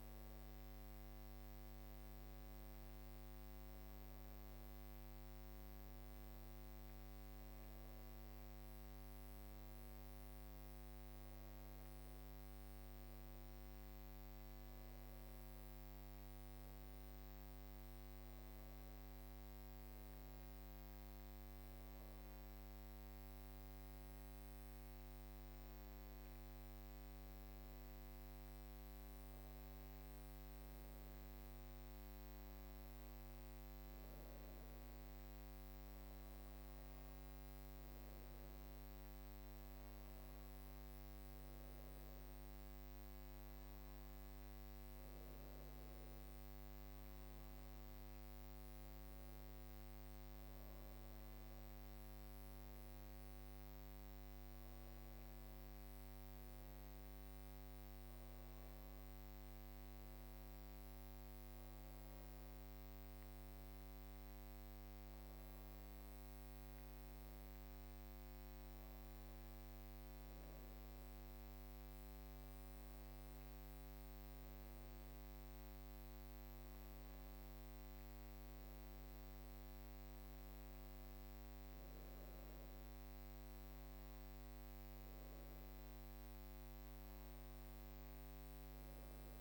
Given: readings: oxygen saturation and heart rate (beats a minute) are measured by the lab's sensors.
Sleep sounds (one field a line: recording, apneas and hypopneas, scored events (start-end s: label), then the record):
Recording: breathing in sleep, hard to hear, by a microphone on the trachea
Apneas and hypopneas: none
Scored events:
1.50-31.50 s: new sleep stage, N1 (lightest sleep)
31.50-89.41 s: new sleep stage, N2 (light sleep)
49.00-53.00 s: arousal
From the record:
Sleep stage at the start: N2 (light sleep)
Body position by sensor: on the back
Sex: female